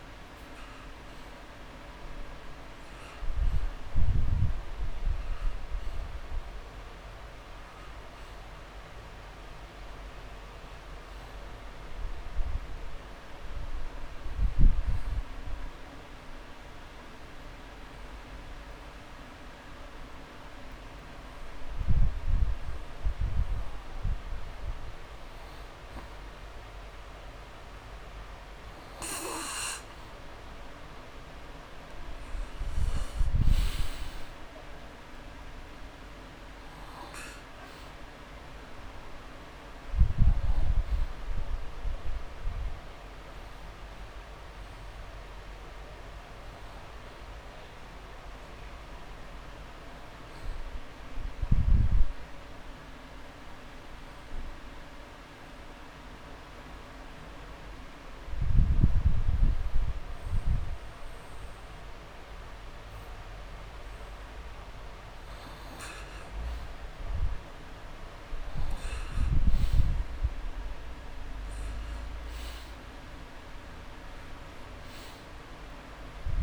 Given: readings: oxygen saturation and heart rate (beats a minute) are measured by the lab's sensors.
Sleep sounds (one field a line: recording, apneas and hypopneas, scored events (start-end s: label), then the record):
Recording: breathing in sleep, hard to hear, by a room microphone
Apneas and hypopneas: 2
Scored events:
0.00-2.50 s: oxygen desaturation (device-marked, oxygen 92% lowest)
7.00-10.00 s: arousal
12.00-24.00 s: obstructive apnea (oxygen 97% before, 92% lowest)
26.00-29.00 s: arousal
39.50-67.50 s: oxygen desaturation (device-marked, oxygen 97% before, 92% lowest)
51.50-64.50 s: obstructive apnea (oxygen 97% before, 90% lowest)
68.50-72.00 s: arousal
74.50-76.43 s: oxygen desaturation (device-marked, oxygen 98% before, 90% lowest)
From the record:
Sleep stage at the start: N2 (light sleep)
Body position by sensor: on the back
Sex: male